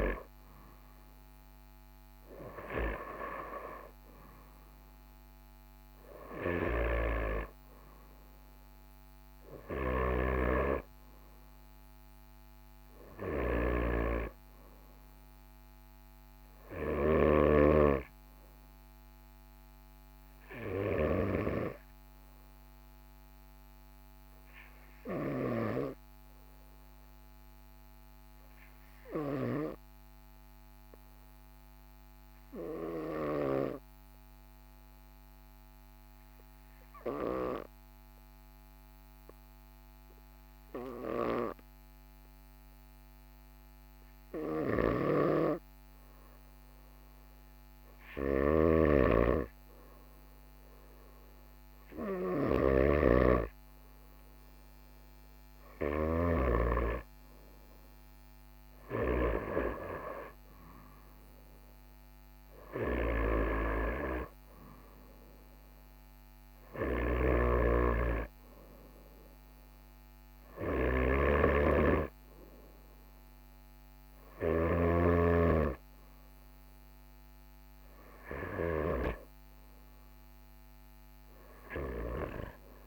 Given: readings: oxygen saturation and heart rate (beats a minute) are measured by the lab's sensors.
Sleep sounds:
breathing in sleep by a microphone on the trachea; 1
0.00-17.50 s: oxygen desaturation (device-marked, oxygen 94% lowest, heart rate 43 extreme)
24.50-49.00 s: obstructive apnea (oxygen 98% before, 95% lowest, heart rate 44 before, 43 extreme, up 2 after)
49.50-82.87 s: oxygen desaturation (device-marked, oxygen 98% before, 95% lowest, heart rate 43 before, 43 extreme)
50.50-54.50 s: arousal
67.00-75.00 s: snoring (device-marked)
From the record:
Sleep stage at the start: N2 (light sleep); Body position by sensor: on the right side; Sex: male

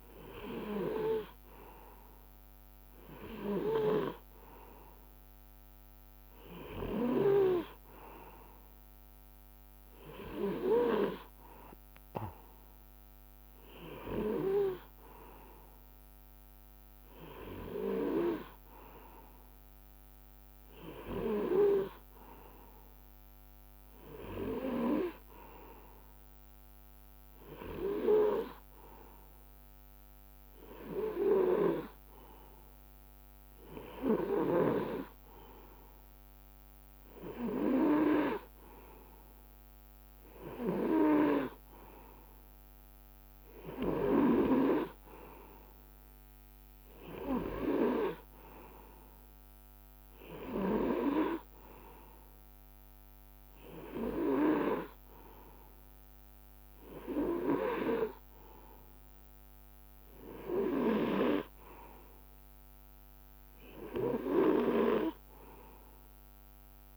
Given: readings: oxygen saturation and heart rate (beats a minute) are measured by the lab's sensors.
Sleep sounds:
breathing in sleep by a microphone on the trachea; none
none scored
From the record:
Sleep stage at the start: N2 (light sleep); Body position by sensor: on the right side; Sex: male

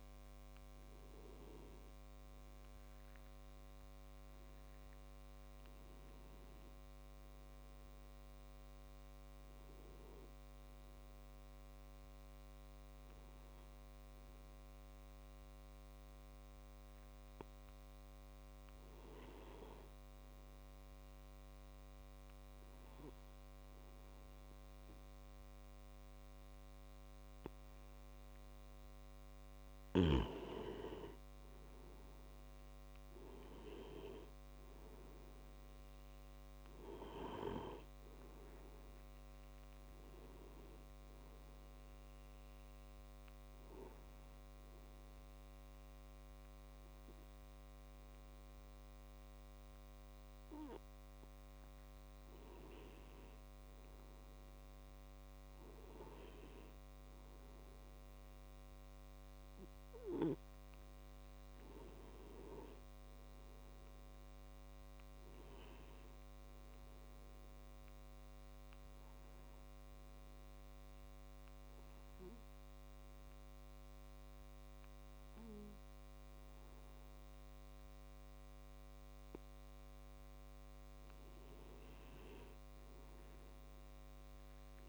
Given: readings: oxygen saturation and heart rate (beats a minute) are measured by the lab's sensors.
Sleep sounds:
breathing in sleep by a microphone on the trachea; 3
20.50-30.50 s: hypopnea (oxygen 95% before, 92% lowest, heart rate 40 before, 28 extreme, up 9 after)
32.00-36.50 s: arousal
34.50-53.50 s: oxygen desaturation (device-marked, oxygen 95% before, 92% lowest, heart rate 41 before, 28 extreme)
43.00-53.00 s: hypopnea (oxygen 96% before, 92% lowest, heart rate 54 before, 29 extreme, up 11 after)
58.00-63.50 s: arousal
70.50-80.50 s: obstructive apnea (oxygen 96% before, 92% lowest, heart rate 39 before, 35 extreme, up 31 after)
From the record:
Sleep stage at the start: N2 (light sleep); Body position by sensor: on the back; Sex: male

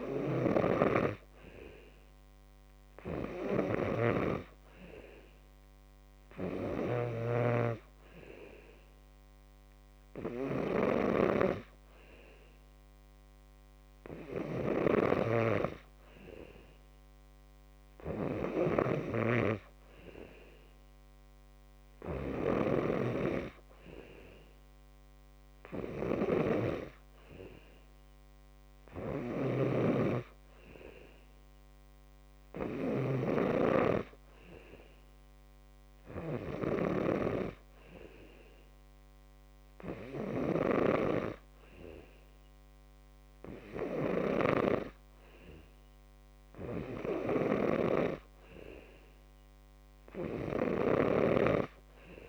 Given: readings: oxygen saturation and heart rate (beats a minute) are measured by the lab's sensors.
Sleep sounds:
breathing in sleep by a microphone on the trachea; none
none scored
From the record:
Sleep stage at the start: N2 (light sleep); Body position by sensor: on the back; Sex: male

